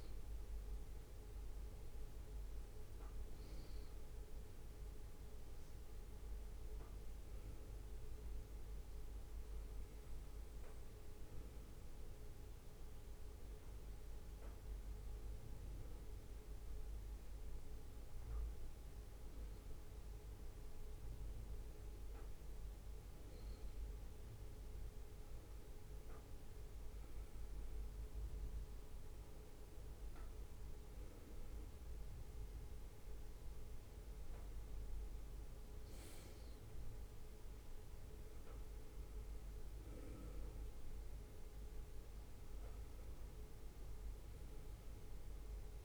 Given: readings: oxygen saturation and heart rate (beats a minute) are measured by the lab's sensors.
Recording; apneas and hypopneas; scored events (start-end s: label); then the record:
breathing in sleep, hard to hear, by a room microphone; none
2.00-11.00 s: bradycardia (device-marked, heart rate 63 before, 58 extreme)
21.00-45.85 s: new sleep stage, N2 (light sleep)
25.00-31.00 s: bradycardia (device-marked, heart rate 62 before, 59 extreme)
38.00-45.85 s: bradycardia (device-marked, heart rate 62 before, 57 extreme)
From the record:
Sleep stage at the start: N1 (lightest sleep); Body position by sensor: on the right side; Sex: male